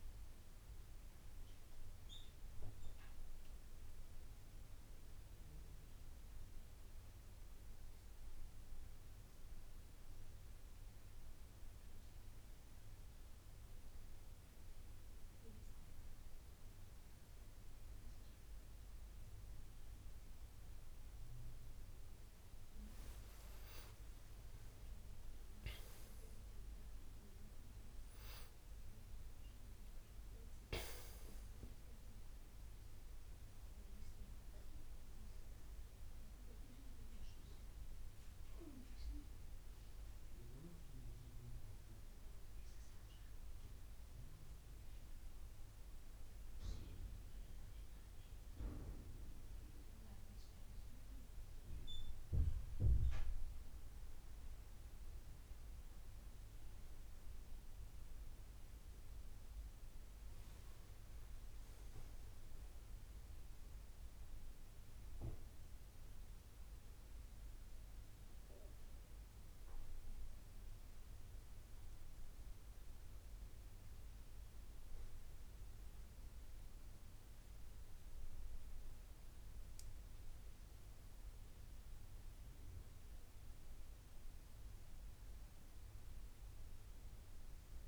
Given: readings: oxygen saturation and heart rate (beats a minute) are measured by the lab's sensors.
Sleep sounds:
breathing in sleep by a room microphone; 1
23.50-29.00 s: arousal
36.00-49.00 s: hypopnea (oxygen 98% before, 92% lowest, heart rate 85 before, 69 extreme, up 8 after)
51.00-54.00 s: arousal
From the record:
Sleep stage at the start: N1 (lightest sleep); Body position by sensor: on the back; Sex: male

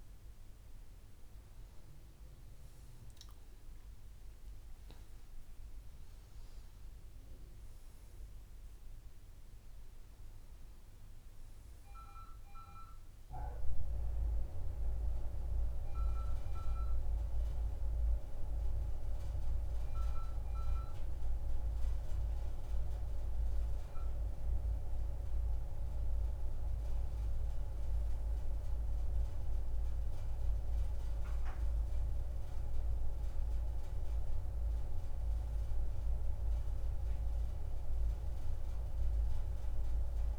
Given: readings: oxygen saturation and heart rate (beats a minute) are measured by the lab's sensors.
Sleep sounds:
breathing in sleep by a room microphone; none
3.50-6.50 s: arousal
From the record:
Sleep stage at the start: N1 (lightest sleep); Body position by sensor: on the back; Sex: female

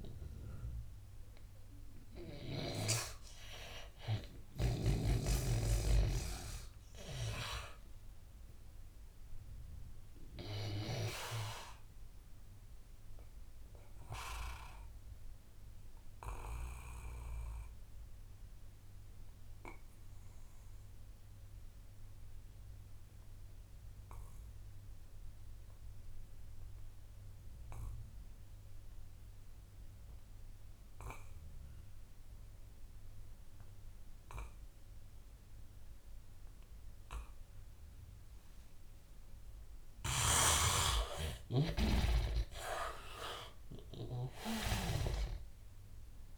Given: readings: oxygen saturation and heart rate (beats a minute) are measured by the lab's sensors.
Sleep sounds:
breathing in sleep by a room microphone; 1
0.00-19.00 s: oxygen desaturation (device-marked, oxygen 84% lowest, heart rate 81 extreme)
11.50-39.50 s: obstructive apnea (oxygen 98% before, 81% lowest, heart rate 91 before, 81 extreme, up 7 after)
32.00-46.38 s: oxygen desaturation (device-marked, oxygen 99% before, 81% lowest, heart rate 87 before, 76 extreme)
41.50-45.00 s: arousal
From the record:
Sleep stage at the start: N2 (light sleep); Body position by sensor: on the back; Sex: male

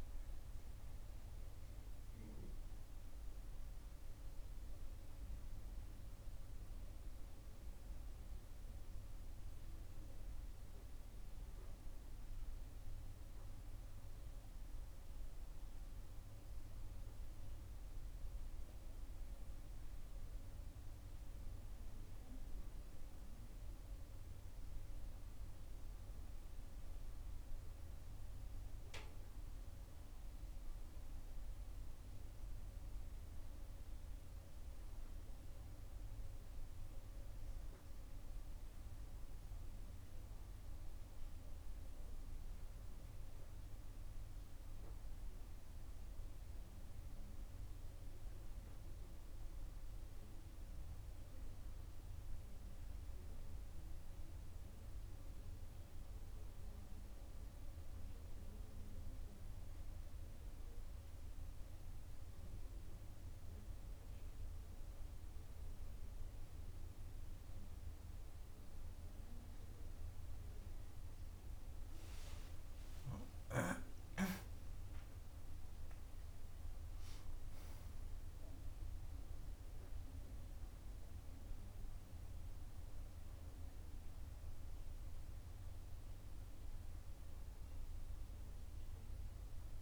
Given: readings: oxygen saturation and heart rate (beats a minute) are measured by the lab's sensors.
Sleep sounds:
a person partly awake in a sleep study, hard to hear, by a room microphone; none
29.50-34.00 s: arousal
67.00-89.82 s: new sleep stage, awake
From the record:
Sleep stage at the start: N1 (lightest sleep); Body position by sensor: on the right side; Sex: female

